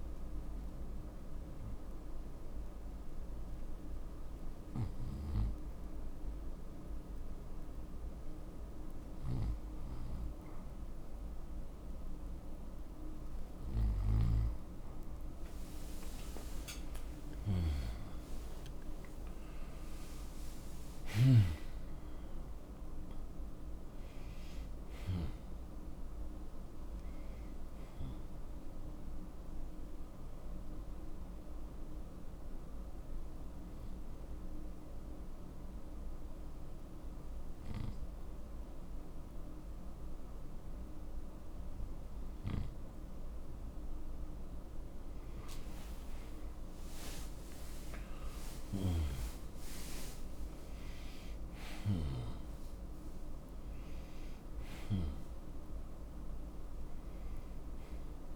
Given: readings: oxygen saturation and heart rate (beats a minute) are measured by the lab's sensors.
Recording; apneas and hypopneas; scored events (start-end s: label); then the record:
breathing in sleep by a room microphone; 1
11.50-58.36 s: new sleep stage, N2 (light sleep)
15.00-21.50 s: arousal
33.00-46.50 s: hypopnea (oxygen 96% before, 88% lowest, heart rate 70 before, 61 extreme, up 0 after)
34.50-46.50 s: oxygen desaturation (device-marked, oxygen 95% before, 88% lowest, heart rate 70 before, 61 extreme)
47.00-51.50 s: arousal
55.50-57.50 s: oxygen desaturation (device-marked, oxygen 94% before, 90% lowest, heart rate 62 before, 61 extreme)
From the record:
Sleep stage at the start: N1 (lightest sleep); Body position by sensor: on the right side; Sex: male